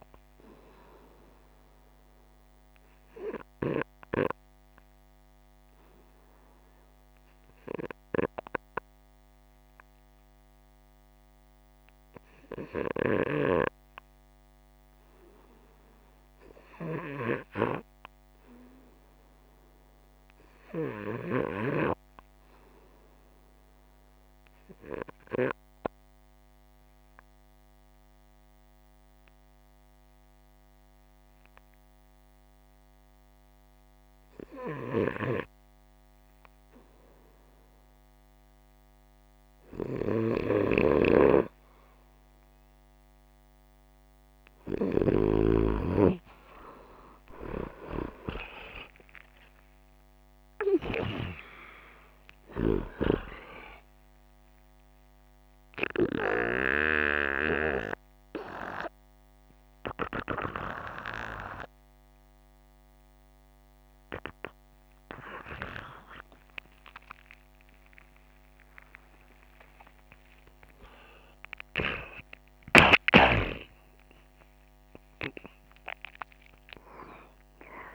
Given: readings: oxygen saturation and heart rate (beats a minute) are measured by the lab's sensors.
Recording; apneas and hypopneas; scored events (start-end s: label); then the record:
breathing in sleep by a microphone on the trachea; 2
0.00-16.50 s: oxygen desaturation (device-marked, oxygen 86% lowest, heart rate 45 extreme)
24.50-37.00 s: hypopnea (oxygen 93% before, 88% lowest)
36.50-66.50 s: new sleep stage, N1 (lightest sleep)
40.00-44.50 s: snoring (device-marked)
45.00-50.00 s: arousal
56.50-68.00 s: hypopnea (oxygen 95% before, 88% lowest, heart rate 91 before, 37 extreme, up 19 after)
66.50-77.95 s: new sleep stage, N2 (light sleep)
69.50-75.00 s: arousal
From the record:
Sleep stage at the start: REM sleep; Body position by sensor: upright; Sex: male